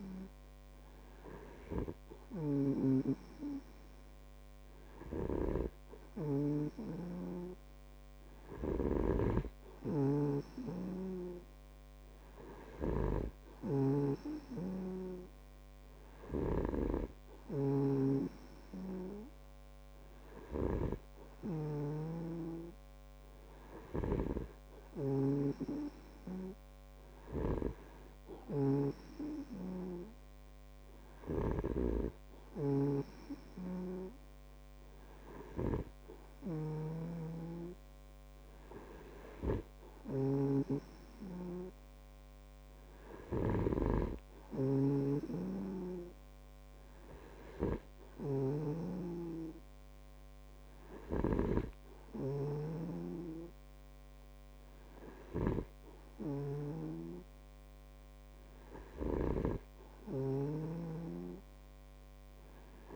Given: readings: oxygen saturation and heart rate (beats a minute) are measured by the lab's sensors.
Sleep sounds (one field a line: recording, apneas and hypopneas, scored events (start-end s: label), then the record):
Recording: breathing in sleep by a microphone on the trachea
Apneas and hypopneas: none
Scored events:
0.00-3.50 s: snoring (device-marked)
5.50-32.00 s: snoring (device-marked)
34.00-62.96 s: snoring (device-marked)
From the record:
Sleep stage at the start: N2 (light sleep)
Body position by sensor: on the back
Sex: male